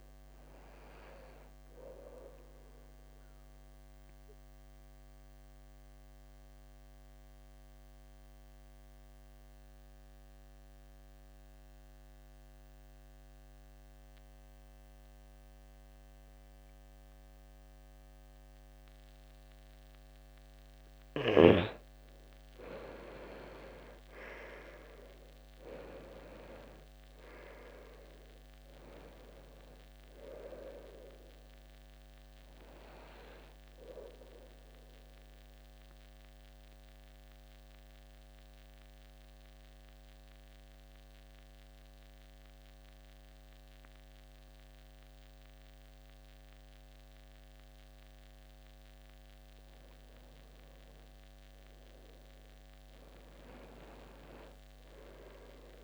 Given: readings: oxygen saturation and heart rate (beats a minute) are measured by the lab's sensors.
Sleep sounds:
breathing in sleep by a microphone on the trachea; 2
2.50-21.00 s: mixed apnea (oxygen 97% before, 91% lowest, heart rate 70 before, 63 extreme, up 9 after)
14.50-23.50 s: oxygen desaturation (device-marked, oxygen 94% before, 91% lowest, heart rate 69 before, 63 extreme)
23.00-27.50 s: arousal
33.50-49.00 s: mixed apnea (oxygen 98% before, 91% lowest, heart rate 71 before, 64 extreme, up 7 after)
46.50-54.50 s: oxygen desaturation (device-marked, oxygen 94% before, 91% lowest, heart rate 69 before, 69 extreme)
52.50-55.50 s: arousal
From the record:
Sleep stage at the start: N2 (light sleep); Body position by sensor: on the back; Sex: male

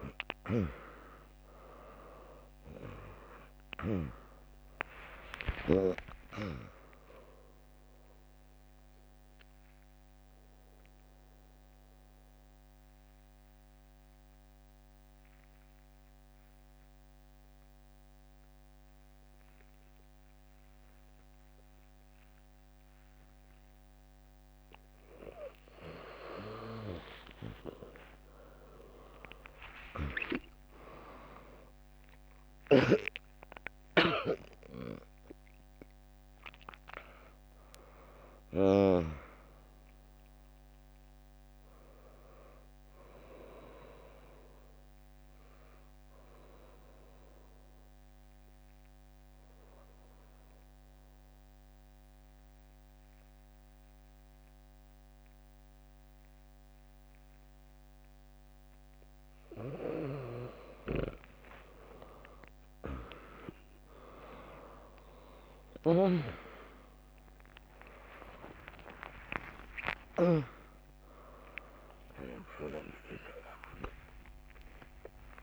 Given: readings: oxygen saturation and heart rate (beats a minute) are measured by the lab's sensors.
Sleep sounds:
breathing in sleep by a microphone on the trachea; 2
0.00-2.50 s: arousal
8.50-24.50 s: obstructive apnea (oxygen 100% before, 95% lowest, heart rate 76 before, 58 extreme, up 8 after)
22.00-25.00 s: bradycardia (device-marked, heart rate 79 before, 61 extreme)
26.50-31.50 s: arousal
32.00-44.00 s: drop in pulse transit time (device-marked, heart rate 66 before, 69 extreme)
32.00-54.00 s: oxygen desaturation (device-marked, oxygen 100% before, 95% lowest, heart rate 66 before, 57 extreme)
44.50-60.00 s: obstructive apnea (oxygen 100% before, 95% lowest, heart rate 74 before, 57 extreme, up 21 after)
57.00-59.00 s: bradycardia (device-marked, heart rate 79 before, 64 extreme)
62.00-67.50 s: arousal
66.00-75.43 s: drop in pulse transit time (device-marked, heart rate 70 before, 67 extreme)
66.00-75.43 s: new sleep stage, N1 (lightest sleep)
67.00-75.43 s: tachycardia (device-marked, heart rate 78 before, 137 extreme)
73.00-75.00 s: long interval between heartbeats (device-marked, heart rate 76 before, 133 extreme)
From the record:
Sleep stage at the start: N2 (light sleep); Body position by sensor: on the back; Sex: female

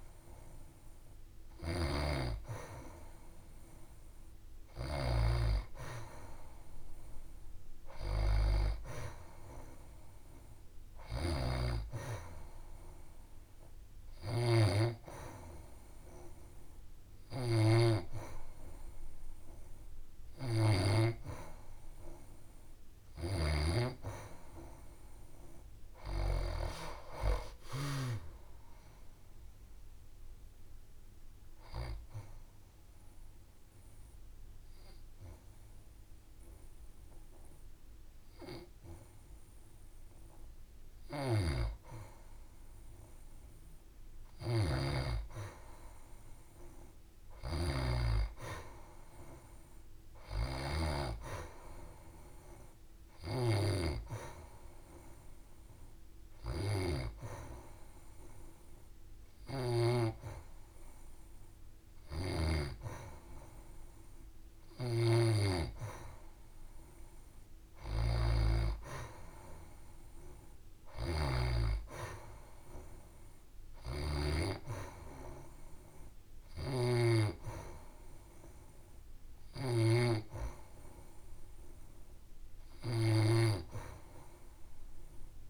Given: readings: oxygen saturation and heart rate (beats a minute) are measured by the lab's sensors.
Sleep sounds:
breathing in sleep by a room microphone; 2
21.50-25.50 s: arousal
29.00-40.50 s: obstructive apnea (oxygen 92% before, 90% lowest, heart rate 72 before, 64 extreme, up 4 after)
43.50-47.50 s: arousal
53.50-65.50 s: hypopnea (oxygen 92% before, 90% lowest, heart rate 68 before, 69 extreme, up 2 after)
67.50-70.50 s: arousal
77.00-85.50 s: oxygen desaturation (device-marked, oxygen 94% before, 90% lowest, heart rate 71 before, 69 extreme)
From the record:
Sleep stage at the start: N2 (light sleep); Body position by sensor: on the back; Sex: female

